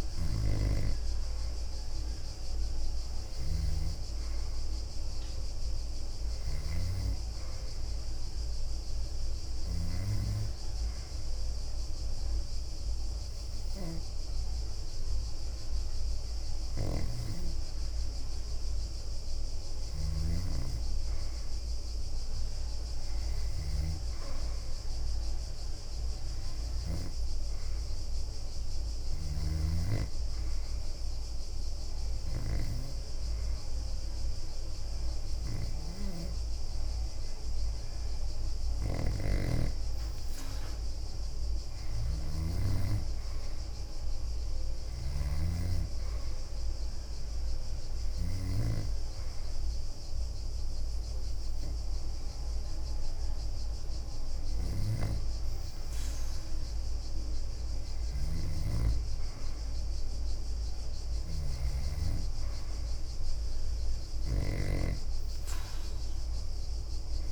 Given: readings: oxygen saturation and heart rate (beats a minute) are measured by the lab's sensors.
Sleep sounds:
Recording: breathing in sleep by a room microphone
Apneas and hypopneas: 3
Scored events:
9.50-19.50 s: obstructive apnea (oxygen 95% before, 91% lowest, heart rate 66 before, 63 extreme, up 6 after)
21.50-25.50 s: arousal
22.50-24.00 s: leg movement (device-marked)
25.50-27.50 s: leg movement (device-marked)
27.00-39.00 s: oxygen desaturation (device-marked, oxygen 94% before, 91% lowest, heart rate 66 before, 63 extreme)
30.00-40.00 s: obstructive apnea (oxygen 95% before, 91% lowest, heart rate 66 before, 63 extreme, up 4 after)
39.00-45.50 s: snoring (device-marked)
39.50-49.50 s: leg movement (device-marked)
42.00-45.00 s: arousal
49.00-59.00 s: obstructive apnea (oxygen 94% before, 90% lowest, heart rate 67 before, 63 extreme, up 5 after)
49.00-60.00 s: oxygen desaturation (device-marked, oxygen 94% before, 91% lowest, heart rate 67 before, 63 extreme)
54.50-62.50 s: leg movement (device-marked)
61.00-64.00 s: arousal
65.00-67.32 s: oxygen desaturation (device-marked, oxygen 95% before, 92% lowest, heart rate 66 before, 65 extreme)
From the record:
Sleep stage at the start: N2 (light sleep)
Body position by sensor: on the back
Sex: female

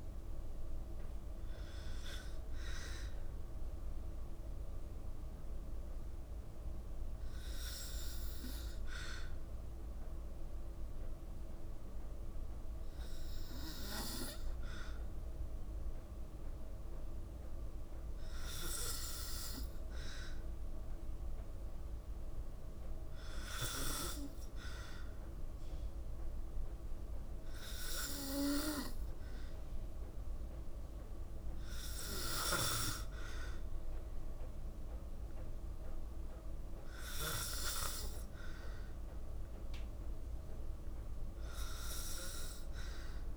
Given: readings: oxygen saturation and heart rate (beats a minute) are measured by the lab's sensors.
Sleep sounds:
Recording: breathing in sleep by a room microphone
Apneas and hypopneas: 1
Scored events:
5.50-20.50 s: hypopnea (oxygen 97% before, 94% lowest, heart rate 54 before, 52 extreme, up 7 after)
22.50-26.00 s: arousal
From the record:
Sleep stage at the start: N2 (light sleep)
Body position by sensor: on the back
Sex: female

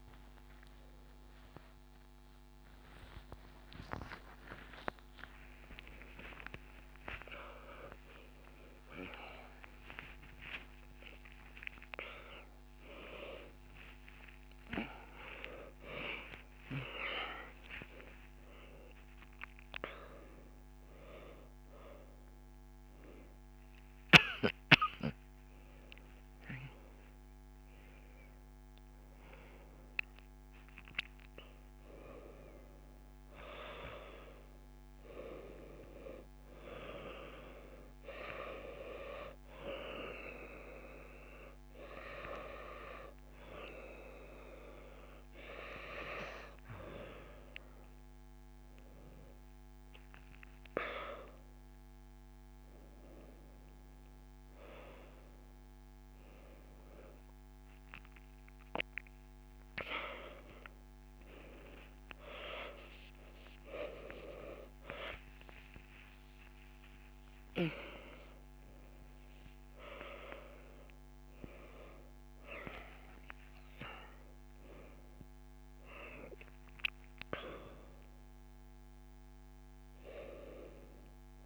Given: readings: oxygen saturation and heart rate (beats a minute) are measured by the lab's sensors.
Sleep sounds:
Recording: a person awake in a sleep study, by a microphone on the trachea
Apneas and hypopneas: none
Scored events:
0.00-29.00 s: bradycardia (device-marked)
35.00-49.00 s: oxygen desaturation (device-marked, oxygen 98% before, 94% lowest)
74.00-81.46 s: new sleep stage, N1 (lightest sleep)
From the record:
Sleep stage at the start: awake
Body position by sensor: on the back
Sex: female

